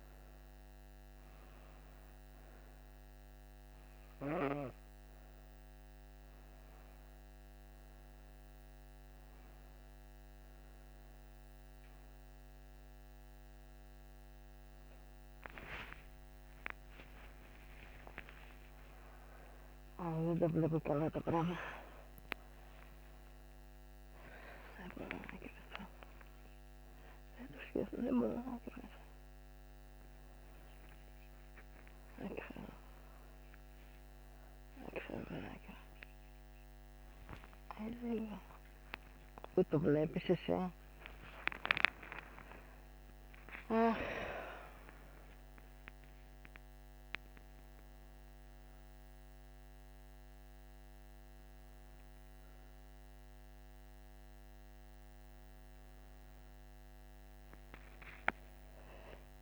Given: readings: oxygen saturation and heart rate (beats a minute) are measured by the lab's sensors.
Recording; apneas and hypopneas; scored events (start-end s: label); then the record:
a person awake in a sleep study, by a microphone on the trachea; none
18.00-59.42 s: new sleep stage, awake
From the record:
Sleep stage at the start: N1 (lightest sleep); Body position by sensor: on the back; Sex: female